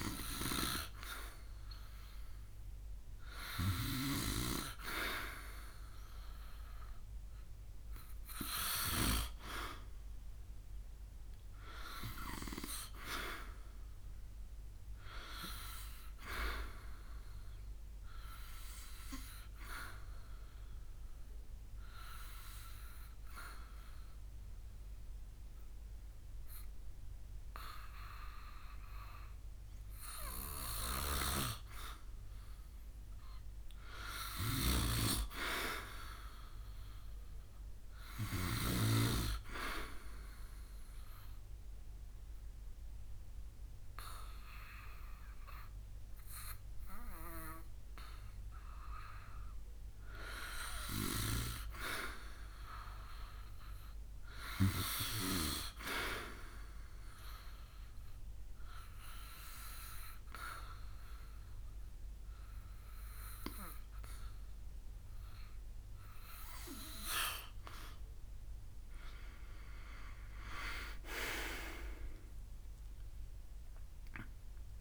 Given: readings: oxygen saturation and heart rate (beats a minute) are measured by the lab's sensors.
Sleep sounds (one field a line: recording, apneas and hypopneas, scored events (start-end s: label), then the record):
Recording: breathing in sleep by a room microphone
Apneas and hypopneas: 1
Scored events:
0.00-5.50 s: oxygen desaturation (device-marked, oxygen 92% lowest, heart rate 63 extreme)
15.50-31.50 s: oxygen desaturation (device-marked, oxygen 94% before, 90% lowest, heart rate 71 before, 64 extreme)
19.00-32.00 s: obstructive apnea (oxygen 95% before, 90% lowest, heart rate 71 before, 66 extreme, up 4 after)
34.50-37.50 s: arousal
63.50-74.81 s: oxygen desaturation (device-marked, oxygen 95% before, 90% lowest, heart rate 72 before, 70 extreme)
72.00-74.81 s: arousal
From the record:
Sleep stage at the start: N2 (light sleep)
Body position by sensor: on the back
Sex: male